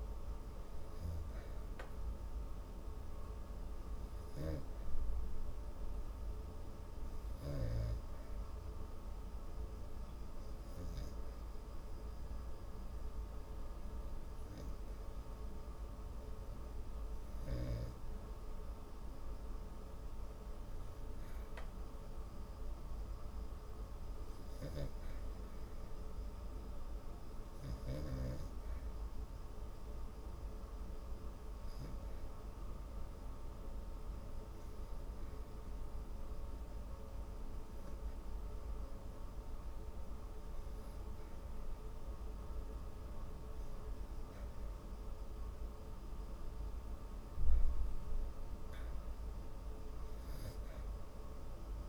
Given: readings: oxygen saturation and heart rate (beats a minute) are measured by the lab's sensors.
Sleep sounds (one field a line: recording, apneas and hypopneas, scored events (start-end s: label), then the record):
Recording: breathing in sleep, hard to hear, by a room microphone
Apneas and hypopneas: 2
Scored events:
0.00-10.00 s: oxygen desaturation (device-marked, oxygen 94% lowest)
4.50-18.50 s: obstructive apnea (oxygen 98% before, 94% lowest)
20.50-23.00 s: arousal
25.50-38.50 s: hypopnea (oxygen 97% before, 93% lowest)
43.50-47.50 s: arousal
From the record:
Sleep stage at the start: N2 (light sleep)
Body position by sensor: on the back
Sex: female